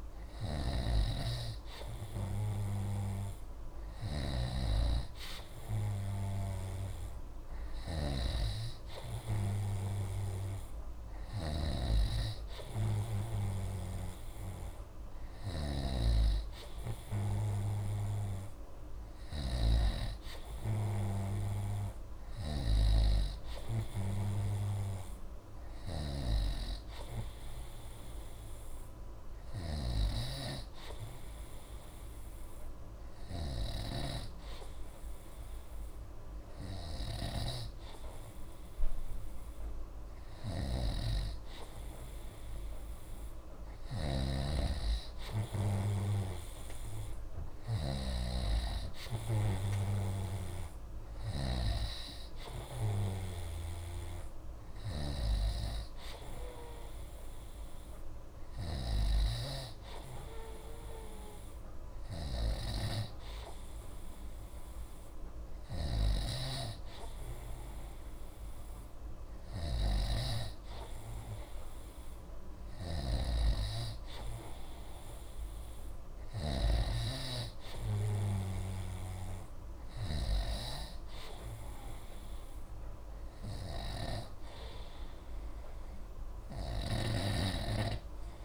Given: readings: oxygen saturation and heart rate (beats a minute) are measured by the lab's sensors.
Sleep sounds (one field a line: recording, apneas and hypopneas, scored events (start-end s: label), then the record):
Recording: breathing in sleep by a room microphone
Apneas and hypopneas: none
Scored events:
0.00-80.50 s: snoring (device-marked)
86.50-88.45 s: snoring (device-marked)
From the record:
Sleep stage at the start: N3 (deep sleep)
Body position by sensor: on the right side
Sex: male